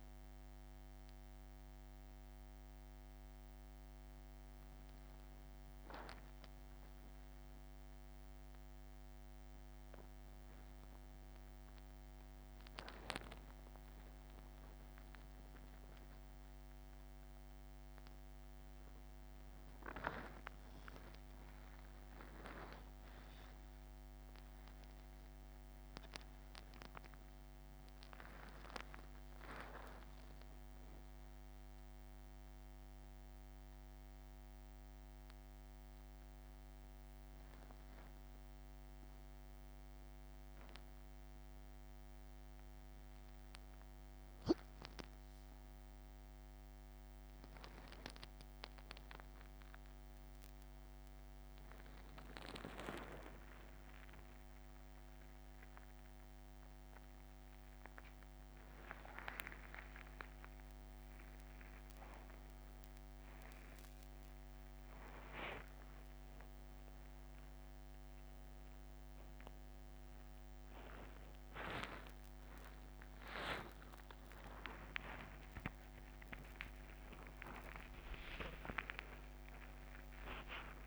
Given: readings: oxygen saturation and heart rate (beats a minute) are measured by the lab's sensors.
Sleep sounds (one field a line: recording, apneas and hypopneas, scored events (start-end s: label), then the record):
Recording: a person awake in a sleep study, by a microphone on the trachea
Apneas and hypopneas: none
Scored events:
1.00-3.00 s: long interval between heartbeats (device-marked, heart rate 174 before, 187 extreme)
3.00-5.00 s: long interval between heartbeats (device-marked, heart rate 176 before, 173 extreme)
6.50-8.50 s: long interval between heartbeats (device-marked, heart rate 175 before, 172 extreme)
11.50-13.50 s: long interval between heartbeats (device-marked, heart rate 178 before, 161 extreme)
13.50-15.50 s: long interval between heartbeats (device-marked, heart rate 180 before, 172 extreme)
20.00-22.00 s: long interval between heartbeats (device-marked, heart rate 178 before, 151 extreme)
24.00-26.00 s: long interval between heartbeats (device-marked, heart rate 170 before, 167 extreme)
27.00-29.00 s: long interval between heartbeats (device-marked, heart rate 167 before, 152 extreme)
31.50-33.50 s: long interval between heartbeats (device-marked, heart rate 165 before, 169 extreme)
37.50-39.50 s: long interval between heartbeats (device-marked, heart rate 166 before, 152 extreme)
40.50-42.50 s: long interval between heartbeats (device-marked, heart rate 163 before, 135 extreme)
43.00-45.00 s: long interval between heartbeats (device-marked, heart rate 162 before, 149 extreme)
46.50-48.50 s: long interval between heartbeats (device-marked, heart rate 161 before, 191 extreme)
49.50-51.50 s: long interval between heartbeats (device-marked, heart rate 167 before, 212 extreme)
56.50-58.50 s: long interval between heartbeats (device-marked, heart rate 156 before, 42 extreme)
64.00-66.00 s: long interval between heartbeats (device-marked, heart rate 114 before, 88 extreme)
72.00-74.00 s: long interval between heartbeats (device-marked, heart rate 70 before, 27 extreme)
74.00-76.00 s: long interval between heartbeats (device-marked, heart rate 59 before, 43 extreme)
77.00-79.00 s: long interval between heartbeats (device-marked, heart rate 58 before, 89 extreme)
From the record:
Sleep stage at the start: awake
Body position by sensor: upright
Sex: male